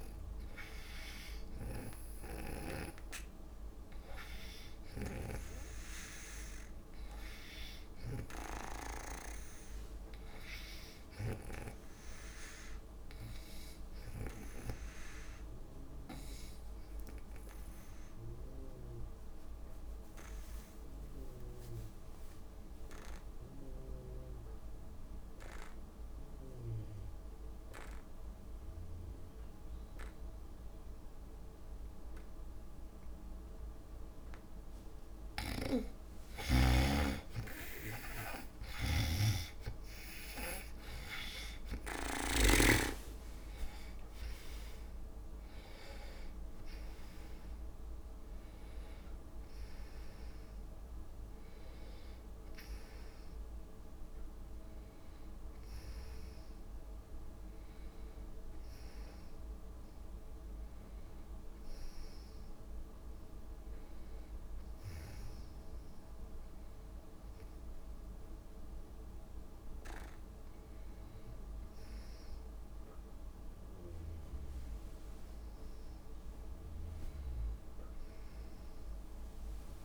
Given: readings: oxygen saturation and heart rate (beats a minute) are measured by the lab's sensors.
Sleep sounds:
breathing in sleep by a room microphone; 1
0.00-3.00 s: snoring (device-marked)
17.00-35.50 s: obstructive apnea (oxygen 96% before, 74% lowest, heart rate 65 before, 68 extreme, up 11 after)
29.50-42.50 s: drop in pulse transit time (device-marked, heart rate 69 before, 73 extreme)
29.50-60.50 s: oxygen desaturation (device-marked, oxygen 96% before, 74% lowest, heart rate 69 before, 68 extreme)
37.50-42.00 s: arousal
38.00-43.00 s: snoring (device-marked)
43.00-45.00 s: long interval between heartbeats (device-marked, heart rate 74 before, 84 extreme)
From the record:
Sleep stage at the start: N2 (light sleep); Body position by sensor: on the back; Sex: female

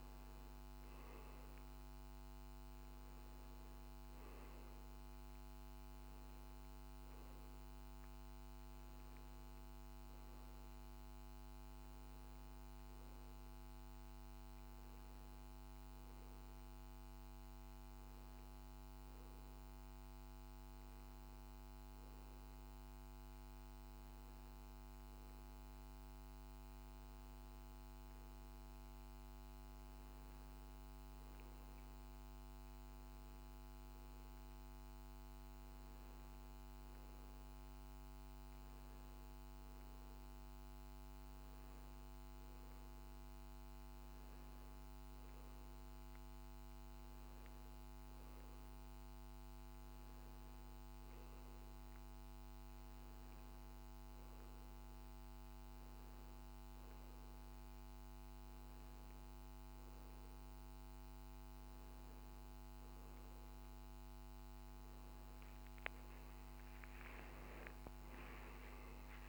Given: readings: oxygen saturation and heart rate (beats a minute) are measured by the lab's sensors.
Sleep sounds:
breathing in sleep, hard to hear, by a microphone on the trachea; none
0.00-14.50 s: oxygen desaturation (device-marked, oxygen 94% lowest, heart rate 61 extreme)
From the record:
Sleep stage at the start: N2 (light sleep); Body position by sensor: on the back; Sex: male

